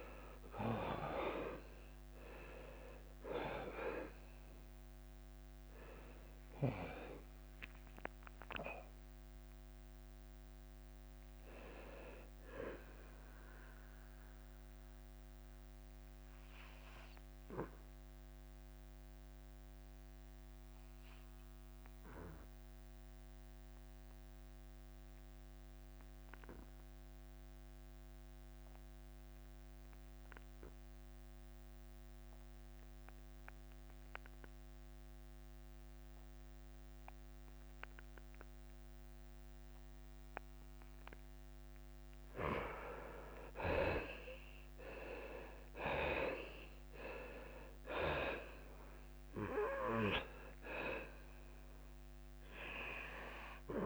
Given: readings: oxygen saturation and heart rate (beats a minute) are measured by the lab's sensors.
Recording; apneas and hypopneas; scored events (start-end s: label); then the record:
breathing in sleep by a microphone on the trachea; 1
0.00-17.00 s: drop in pulse transit time (device-marked, heart rate 86 extreme)
5.00-9.50 s: arousal
10.00-13.00 s: tachycardia (device-marked, heart rate 89 before, 100 extreme)
14.50-42.50 s: obstructive apnea (oxygen 95% before, 69% lowest, heart rate 93 before, 83 extreme, up 11 after)
22.00-35.00 s: oxygen desaturation (device-marked, oxygen 93% before, 69% lowest, heart rate 96 before, 83 extreme)
44.00-53.86 s: drop in pulse transit time (device-marked, heart rate 87 before, 87 extreme)
46.00-49.50 s: arousal
From the record:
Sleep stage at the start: N2 (light sleep); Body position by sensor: on the back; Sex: male